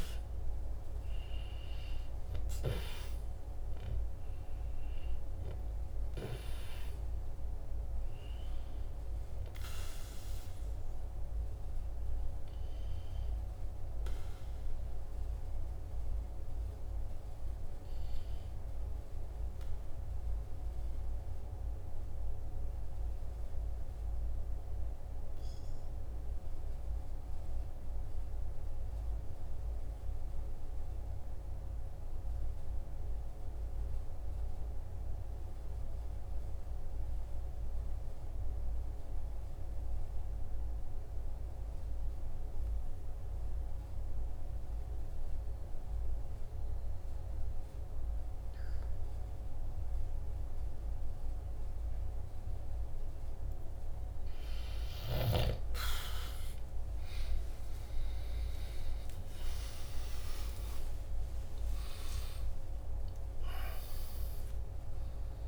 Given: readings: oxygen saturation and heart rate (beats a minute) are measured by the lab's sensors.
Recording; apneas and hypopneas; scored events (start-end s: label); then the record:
breathing in sleep, hard to hear, by a room microphone; 1
0.00-5.00 s: arousal
6.00-30.00 s: oxygen desaturation (device-marked, oxygen 97% before, 92% lowest, heart rate 47 before, 44 extreme)
19.00-51.50 s: obstructive apnea (oxygen 97% before, 92% lowest, heart rate 48 before, 42 extreme, up 14 after)
56.50-61.50 s: arousal
61.00-65.48 s: oxygen desaturation (device-marked, oxygen 96% before, 93% lowest, heart rate 48 before, 42 extreme)
From the record:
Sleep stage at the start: N2 (light sleep); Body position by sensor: on the back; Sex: male